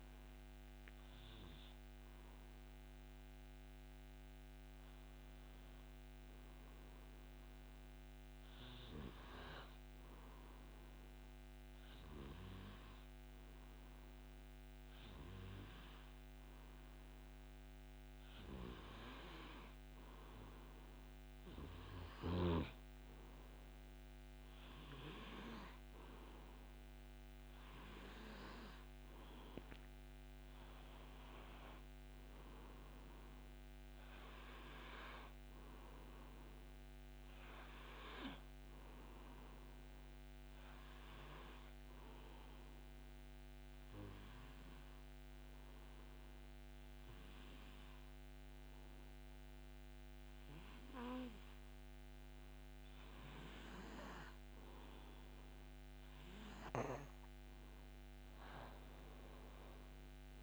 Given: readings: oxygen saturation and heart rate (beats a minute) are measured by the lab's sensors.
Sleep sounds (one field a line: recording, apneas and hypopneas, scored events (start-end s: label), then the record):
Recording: breathing in sleep by a microphone on the trachea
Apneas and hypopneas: 2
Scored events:
0.00-3.00 s: oxygen desaturation (device-marked, oxygen 92% lowest)
7.50-20.00 s: obstructive apnea (oxygen 98% before, 90% lowest, heart rate 67 before, 27 extreme, up 0 after)
21.00-36.00 s: oxygen desaturation (device-marked, oxygen 97% before, 93% lowest)
25.00-28.50 s: arousal
42.00-55.00 s: obstructive apnea (oxygen 97% before, 90% lowest)
57.00-60.43 s: oxygen desaturation (device-marked, oxygen 96% before, 90% lowest)
58.50-60.43 s: arousal
From the record:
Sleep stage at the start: N2 (light sleep)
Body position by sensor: on the back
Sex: male